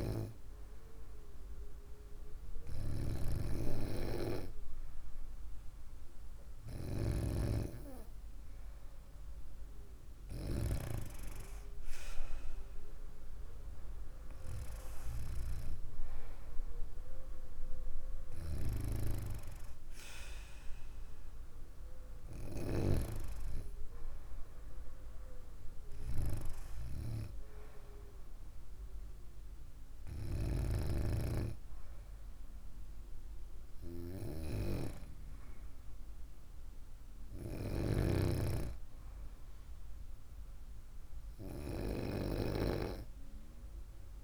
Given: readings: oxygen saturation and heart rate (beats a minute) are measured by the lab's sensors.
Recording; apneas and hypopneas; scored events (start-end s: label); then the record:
breathing in sleep by a room microphone; none
none scored
From the record:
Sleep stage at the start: N2 (light sleep); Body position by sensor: on the right side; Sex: female